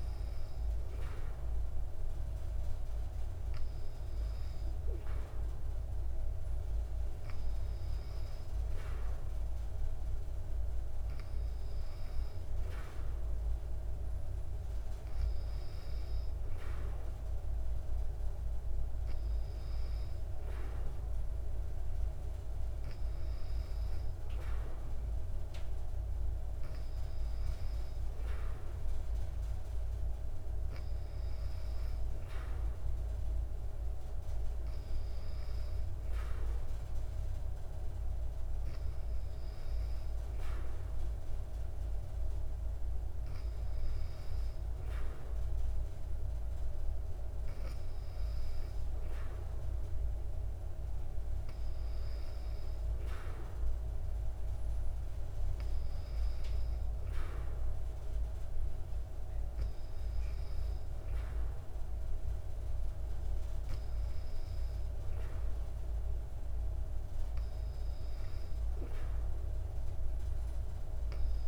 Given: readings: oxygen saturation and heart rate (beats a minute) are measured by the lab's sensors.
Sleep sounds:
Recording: breathing in sleep, hard to hear, by a room microphone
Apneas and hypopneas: none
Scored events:
none scored
From the record:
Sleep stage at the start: N2 (light sleep)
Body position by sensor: on the back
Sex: female

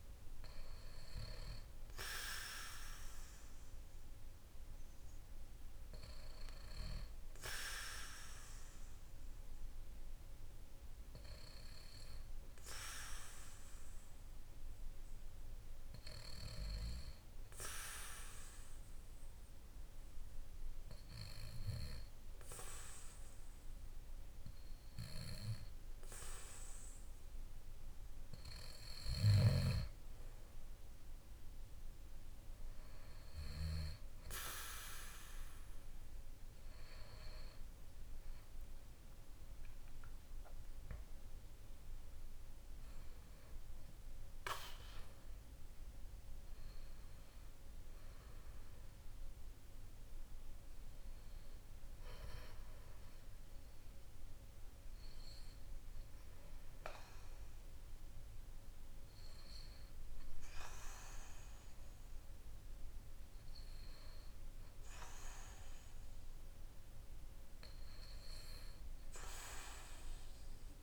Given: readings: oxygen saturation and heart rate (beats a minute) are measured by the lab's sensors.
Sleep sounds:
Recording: breathing in sleep by a room microphone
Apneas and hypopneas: 1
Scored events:
16.50-27.50 s: hypopnea (oxygen 96% before, 92% lowest, heart rate 55 before, 55 extreme, up 5 after)
30.00-34.50 s: arousal
37.50-48.50 s: oxygen desaturation (device-marked, oxygen 95% before, 92% lowest, heart rate 57 before, 55 extreme)
From the record:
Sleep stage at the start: N2 (light sleep)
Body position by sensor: on the back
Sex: male

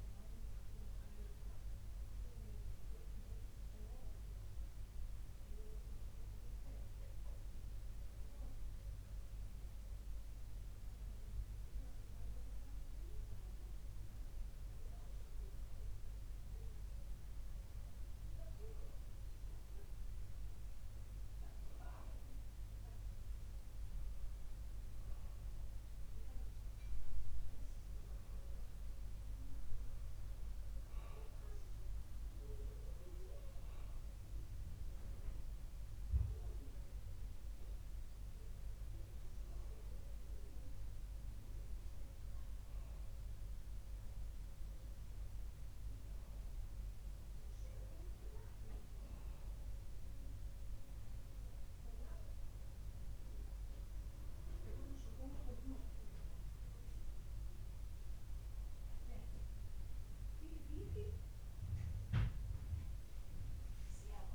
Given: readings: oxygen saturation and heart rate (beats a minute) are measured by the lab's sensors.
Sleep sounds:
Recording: breathing in sleep by a room microphone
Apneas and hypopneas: none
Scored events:
none scored
From the record:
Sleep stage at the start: N2 (light sleep)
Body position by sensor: on the back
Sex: male

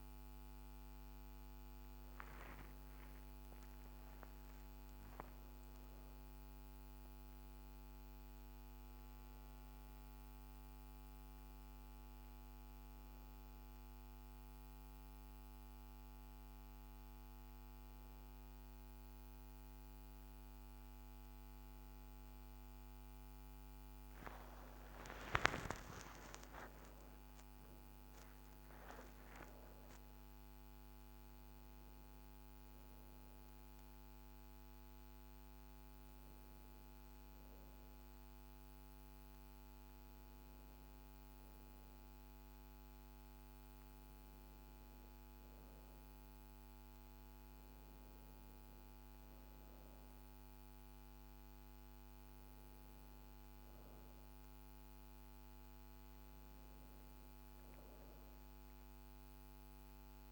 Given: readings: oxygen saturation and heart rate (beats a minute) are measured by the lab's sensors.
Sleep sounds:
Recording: breathing in sleep, hard to hear, by a microphone on the trachea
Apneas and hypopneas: none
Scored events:
24.00-29.00 s: arousal
From the record:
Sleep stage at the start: N1 (lightest sleep)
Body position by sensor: on the back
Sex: female

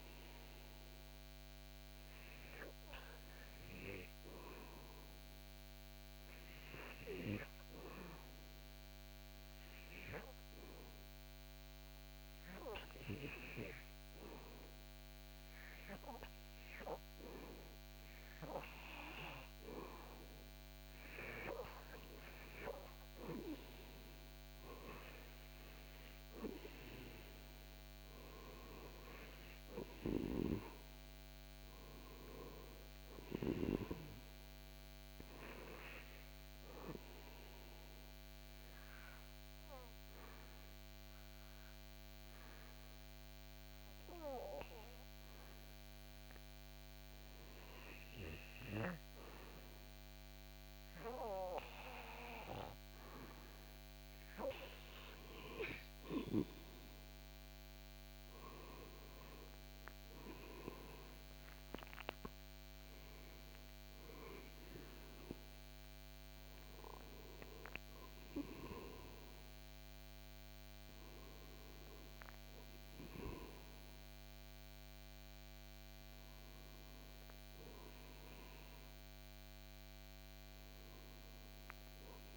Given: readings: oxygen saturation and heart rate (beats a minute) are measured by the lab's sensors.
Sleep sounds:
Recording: breathing in sleep by a microphone on the trachea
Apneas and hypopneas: 2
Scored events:
0.50-19.00 s: hypopnea (oxygen 97% before, 90% lowest, heart rate 80 before, 74 extreme, up 8 after)
21.50-24.50 s: arousal
23.50-45.50 s: oxygen desaturation (device-marked, oxygen 96% before, 92% lowest, heart rate 75 before, 69 extreme)
37.00-53.50 s: hypopnea (oxygen 97% before, 90% lowest, heart rate 80 before, 62 extreme, up 7 after)
60.00-64.00 s: arousal
70.50-82.37 s: oxygen desaturation (device-marked, oxygen 96% before, 90% lowest, heart rate 81 before, 66 extreme)
From the record:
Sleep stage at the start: REM sleep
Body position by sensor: on the back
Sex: male

